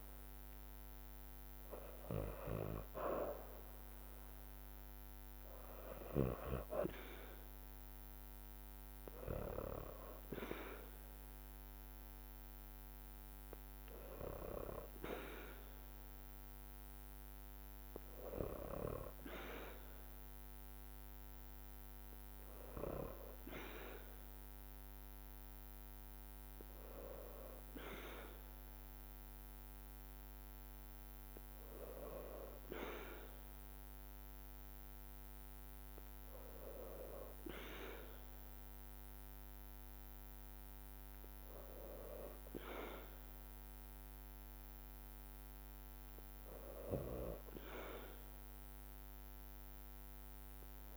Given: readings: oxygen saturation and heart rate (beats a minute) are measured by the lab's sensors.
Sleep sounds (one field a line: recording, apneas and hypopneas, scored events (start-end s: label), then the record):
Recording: breathing in sleep by a microphone on the trachea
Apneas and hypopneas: none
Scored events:
11.50-23.50 s: drop in pulse transit time (device-marked, heart rate 59 before, 60 extreme)
From the record:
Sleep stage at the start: N2 (light sleep)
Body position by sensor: on the back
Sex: female